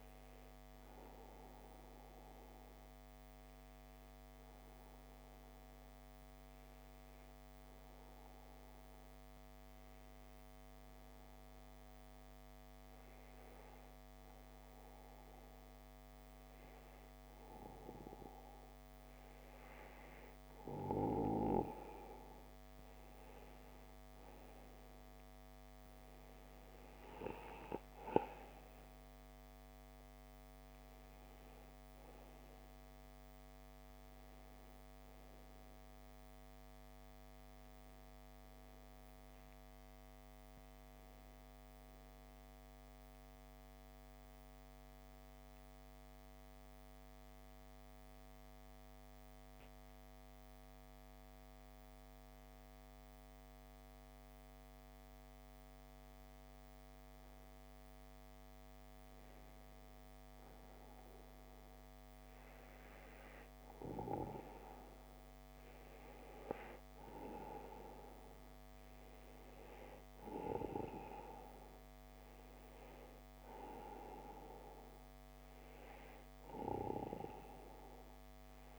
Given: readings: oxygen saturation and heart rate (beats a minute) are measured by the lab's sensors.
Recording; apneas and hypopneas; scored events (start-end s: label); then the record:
breathing in sleep by a microphone on the trachea; 2
0.50-18.00 s: obstructive apnea (oxygen 95% before, 93% lowest)
22.00-26.50 s: arousal
43.50-61.50 s: obstructive apnea (oxygen 96% before, 94% lowest)
64.00-68.50 s: arousal
From the record:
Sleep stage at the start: N2 (light sleep); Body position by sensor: on the back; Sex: male